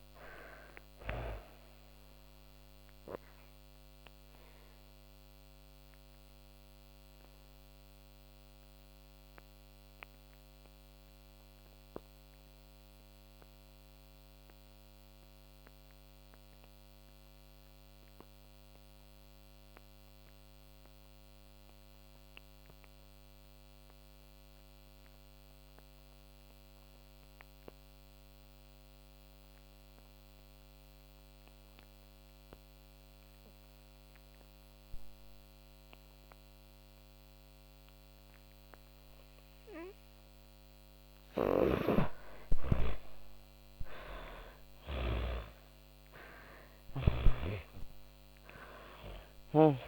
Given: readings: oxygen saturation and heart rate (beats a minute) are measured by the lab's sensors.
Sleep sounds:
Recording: breathing in sleep by a microphone on the trachea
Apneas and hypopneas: 1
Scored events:
0.00-24.00 s: oxygen desaturation (device-marked, oxygen 72% lowest)
5.00-38.00 s: obstructive apnea (oxygen 97% before, 72% lowest)
34.00-49.88 s: oxygen desaturation (device-marked, oxygen 98% before, 76% lowest)
40.00-48.50 s: snoring (device-marked)
40.50-44.00 s: arousal
From the record:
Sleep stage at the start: N2 (light sleep)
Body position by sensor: on the back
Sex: female

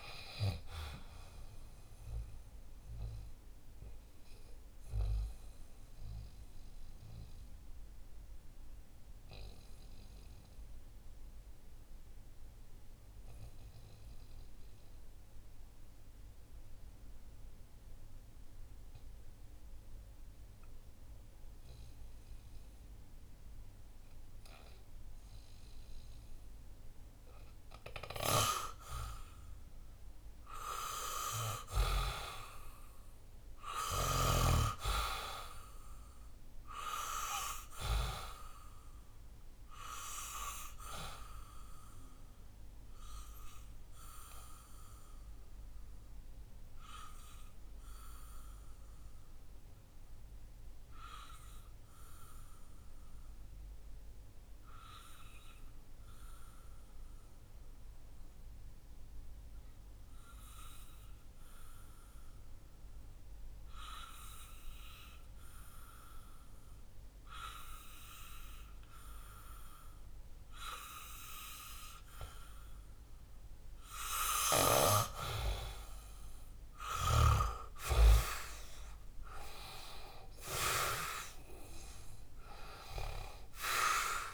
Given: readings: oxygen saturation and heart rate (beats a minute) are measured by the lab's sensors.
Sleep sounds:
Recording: breathing in sleep by a room microphone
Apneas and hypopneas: 2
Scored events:
0.00-19.00 s: oxygen desaturation (device-marked, oxygen 90% lowest, heart rate 60 extreme)
4.00-27.50 s: obstructive apnea (oxygen 98% before, 90% lowest, heart rate 68 before, 58 extreme, up 2 after)
29.00-32.50 s: arousal
32.00-59.00 s: oxygen desaturation (device-marked, oxygen 98% before, 90% lowest, heart rate 64 before, 58 extreme)
42.50-72.00 s: obstructive apnea (oxygen 98% before, 90% lowest, heart rate 64 before, 58 extreme, up 7 after)
74.50-78.50 s: arousal
83.00-84.34 s: oxygen desaturation (device-marked, oxygen 96% before, 90% lowest, heart rate 65 before, 60 extreme)
From the record:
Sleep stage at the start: N2 (light sleep)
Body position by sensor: on the back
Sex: male

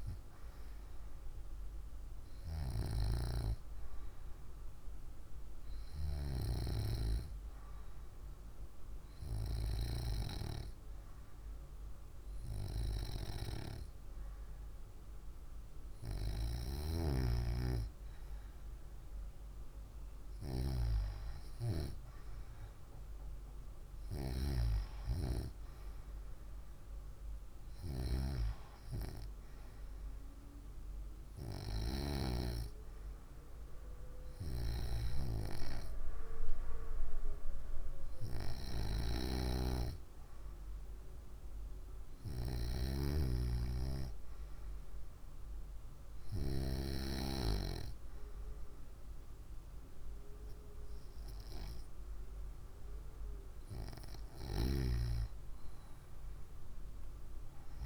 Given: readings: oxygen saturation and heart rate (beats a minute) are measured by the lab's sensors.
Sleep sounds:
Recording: breathing in sleep by a room microphone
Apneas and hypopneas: none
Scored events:
none scored
From the record:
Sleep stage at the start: N2 (light sleep)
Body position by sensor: on the right side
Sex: female

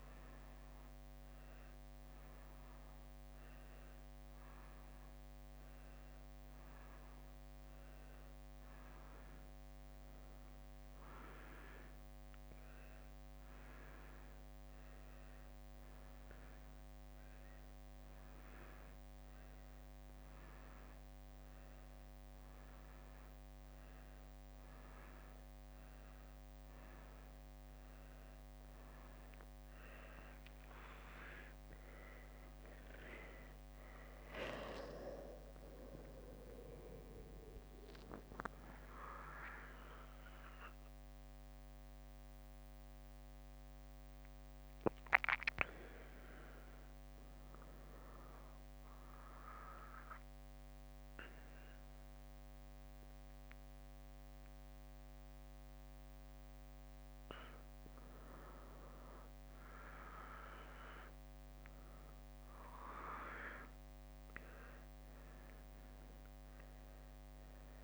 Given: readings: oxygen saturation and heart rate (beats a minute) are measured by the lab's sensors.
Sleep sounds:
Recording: a person awake in a sleep study, by a microphone on the trachea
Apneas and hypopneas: none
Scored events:
29.50-37.00 s: leg movement (device-marked)
34.50-48.50 s: drop in pulse transit time (device-marked, heart rate 66 before, 68 extreme)
60.50-67.83 s: leg movement (device-marked)
From the record:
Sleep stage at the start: awake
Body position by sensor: on the right side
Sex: female

